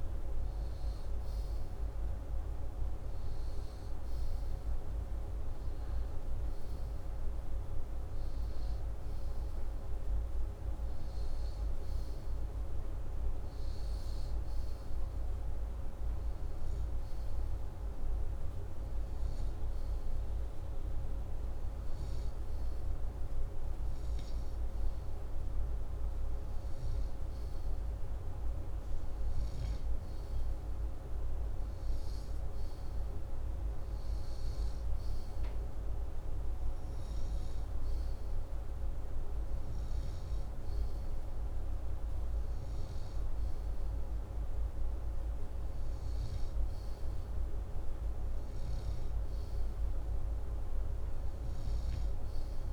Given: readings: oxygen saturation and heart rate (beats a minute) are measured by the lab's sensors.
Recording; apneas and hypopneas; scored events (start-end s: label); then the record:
breathing in sleep, hard to hear, by a room microphone; none
none scored
From the record:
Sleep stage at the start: N2 (light sleep); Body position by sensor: upright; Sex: male